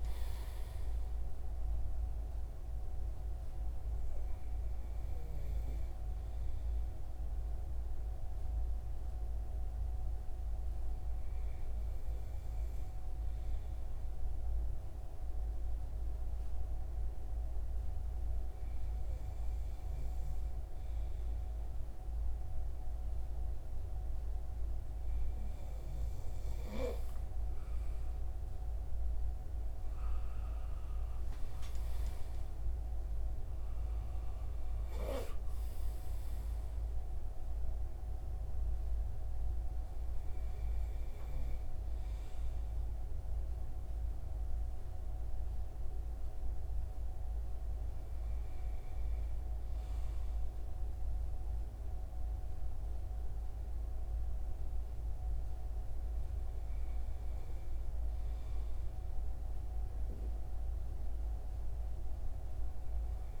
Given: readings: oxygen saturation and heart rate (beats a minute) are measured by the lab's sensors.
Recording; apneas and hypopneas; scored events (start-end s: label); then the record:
breathing in sleep, hard to hear, by a room microphone; 1
10.00-25.00 s: hypopnea (oxygen 97% before, 92% lowest)
27.50-32.00 s: arousal
35.50-56.50 s: oxygen desaturation (device-marked, oxygen 95% before, 92% lowest)
From the record:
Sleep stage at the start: N2 (light sleep); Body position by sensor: on the front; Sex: male